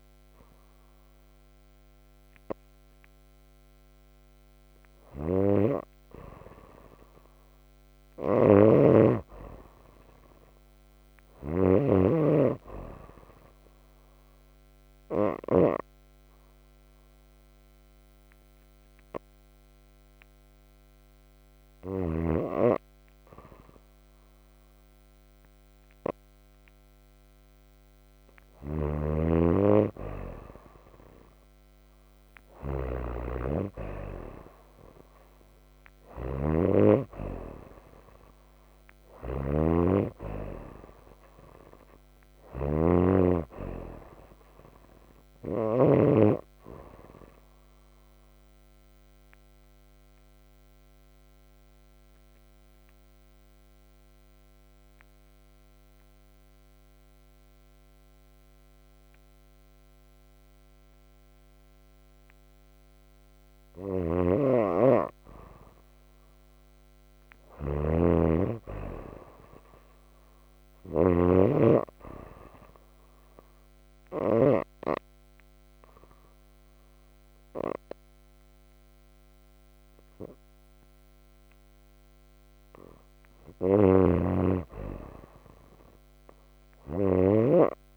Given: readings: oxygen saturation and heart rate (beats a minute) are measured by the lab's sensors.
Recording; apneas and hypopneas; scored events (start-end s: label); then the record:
breathing in sleep by a microphone on the trachea; 3
0.00-11.50 s: snoring (device-marked)
0.00-19.50 s: oxygen desaturation (device-marked, oxygen 88% lowest, heart rate 26 extreme)
14.50-27.50 s: obstructive apnea (oxygen 93% before, 93% lowest, heart rate 44 before, 44 extreme, up 16 after)
28.00-45.50 s: snoring (device-marked)
31.00-34.00 s: arousal
37.50-57.50 s: oxygen desaturation (device-marked, oxygen 97% before, 94% lowest, heart rate 55 before, 28 extreme)
46.00-62.50 s: obstructive apnea (oxygen 97% before, 93% lowest, heart rate 55 before, 28 extreme, up 19 after)
63.50-74.50 s: snoring (device-marked)
65.00-68.00 s: arousal
71.50-82.00 s: obstructive apnea (oxygen 98% before, 93% lowest, heart rate 41 before, 45 extreme, up 22 after)
80.50-87.97 s: oxygen desaturation (device-marked, oxygen 98% before, 93% lowest, heart rate 42 before, 29 extreme)
83.00-86.00 s: arousal
83.50-87.97 s: snoring (device-marked)
From the record:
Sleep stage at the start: N2 (light sleep); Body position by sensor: on the right side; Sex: female